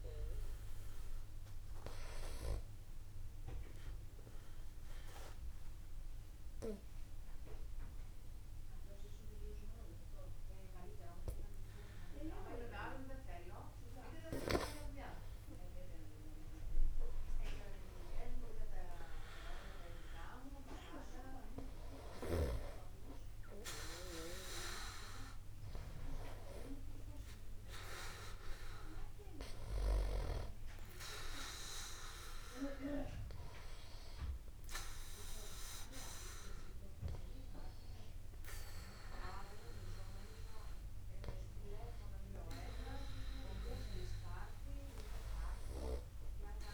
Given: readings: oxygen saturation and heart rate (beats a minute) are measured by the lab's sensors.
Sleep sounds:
breathing in sleep by a room microphone; 1
3.50-16.50 s: obstructive apnea (oxygen 96% before, 94% lowest, heart rate 55 before, 53 extreme, up 34 after)
10.50-12.50 s: long interval between heartbeats (device-marked, heart rate 55 before, 64 extreme)
13.00-15.00 s: long interval between heartbeats (device-marked, heart rate 56 before, 77 extreme)
18.00-21.50 s: arousal
From the record:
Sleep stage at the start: N2 (light sleep); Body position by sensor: upright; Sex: male

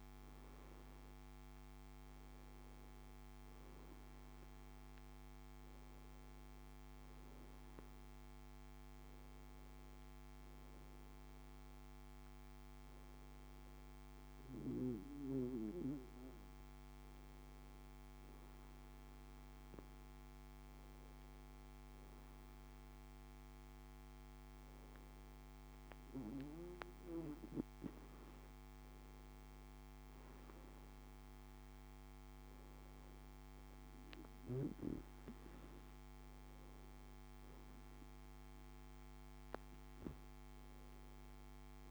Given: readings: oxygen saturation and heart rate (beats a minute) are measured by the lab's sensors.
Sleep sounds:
breathing in sleep by a microphone on the trachea; none
none scored
From the record:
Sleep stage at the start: N2 (light sleep); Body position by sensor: on the back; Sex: male

